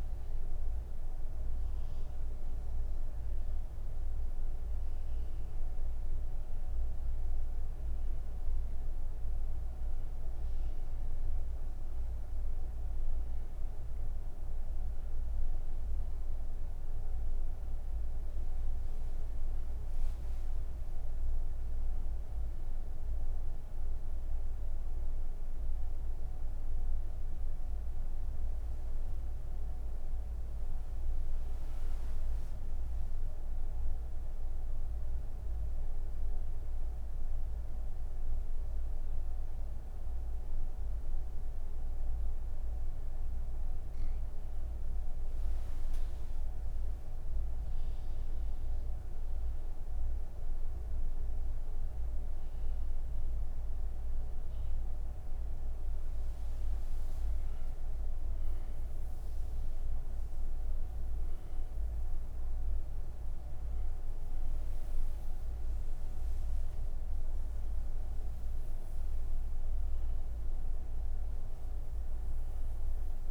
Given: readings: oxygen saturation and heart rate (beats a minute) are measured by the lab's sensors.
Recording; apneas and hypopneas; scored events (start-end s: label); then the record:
breathing in sleep, hard to hear, by a room microphone; 1
31.00-41.00 s: oxygen desaturation (device-marked, oxygen 96% before, 91% lowest)
33.50-45.00 s: obstructive apnea (oxygen 96% before, 91% lowest)
From the record:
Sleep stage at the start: N3 (deep sleep); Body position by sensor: on the right side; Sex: female